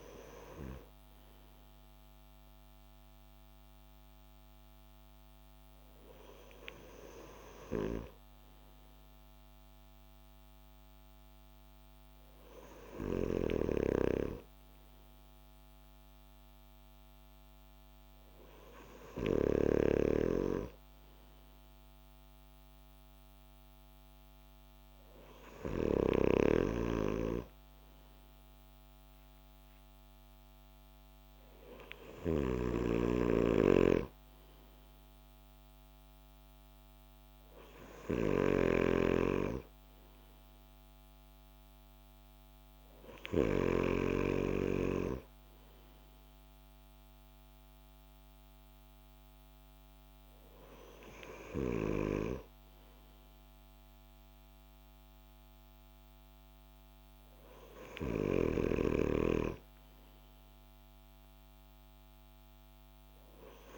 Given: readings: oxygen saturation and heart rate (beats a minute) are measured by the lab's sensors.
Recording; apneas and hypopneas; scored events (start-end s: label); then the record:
breathing in sleep by a microphone on the trachea; none
none scored
From the record:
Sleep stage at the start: N2 (light sleep); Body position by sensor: on the back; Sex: male